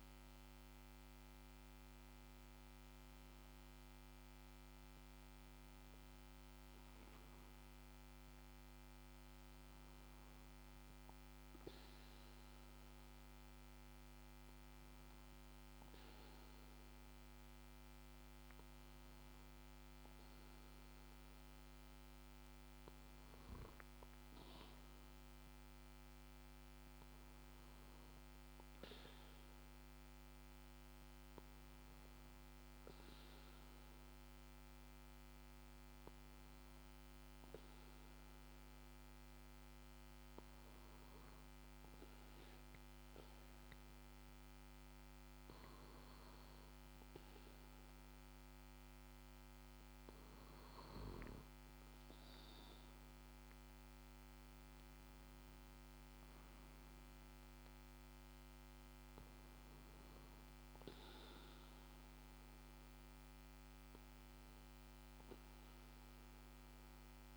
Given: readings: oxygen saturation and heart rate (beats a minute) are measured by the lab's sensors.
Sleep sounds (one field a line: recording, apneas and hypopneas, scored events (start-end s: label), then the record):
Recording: breathing in sleep, hard to hear, by a microphone on the trachea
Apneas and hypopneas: none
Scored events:
64.50-67.37 s: arousal
From the record:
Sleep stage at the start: N2 (light sleep)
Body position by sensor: on the back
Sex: male